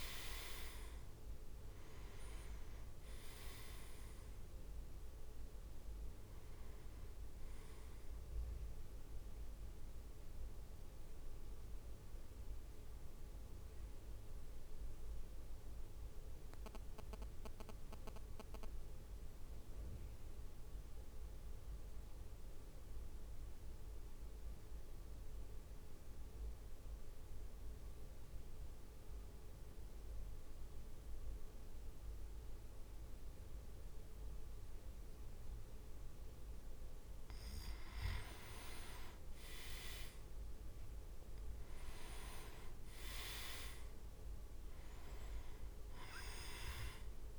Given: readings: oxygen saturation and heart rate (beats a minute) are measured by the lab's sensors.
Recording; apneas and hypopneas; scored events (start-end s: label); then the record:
breathing in sleep by a room microphone; 1
0.00-7.00 s: oxygen desaturation (device-marked, oxygen 94% lowest, heart rate 49 extreme)
0.00-10.00 s: drop in pulse transit time (device-marked, heart rate 55 extreme)
9.00-37.00 s: mixed apnea (oxygen 99% before, 93% lowest, heart rate 57 before, 49 extreme, up 3 after)
17.00-26.00 s: oxygen desaturation (device-marked, oxygen 96% before, 93% lowest, heart rate 56 before, 55 extreme)
39.00-47.39 s: oxygen desaturation (device-marked, oxygen 100% before, 95% lowest, heart rate 55 before, 51 extreme)
39.50-43.00 s: arousal
40.00-47.39 s: drop in pulse transit time (device-marked, heart rate 55 before, 53 extreme)
From the record:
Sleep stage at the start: N2 (light sleep); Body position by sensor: on the back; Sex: male